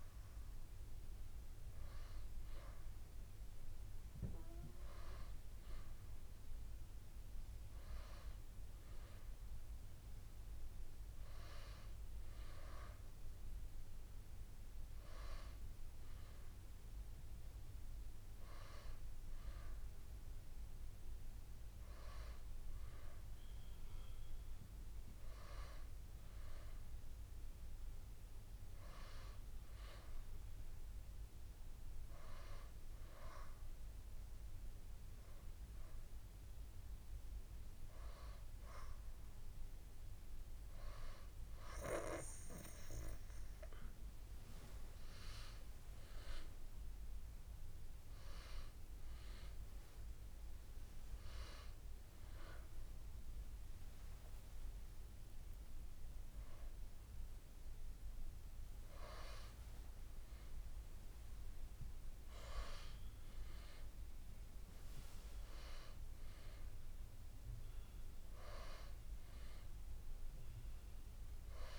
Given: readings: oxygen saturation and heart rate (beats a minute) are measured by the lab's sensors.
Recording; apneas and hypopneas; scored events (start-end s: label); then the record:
breathing in sleep by a room microphone; none
43.50-48.00 s: arousal
From the record:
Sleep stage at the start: N2 (light sleep); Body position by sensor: on the back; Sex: female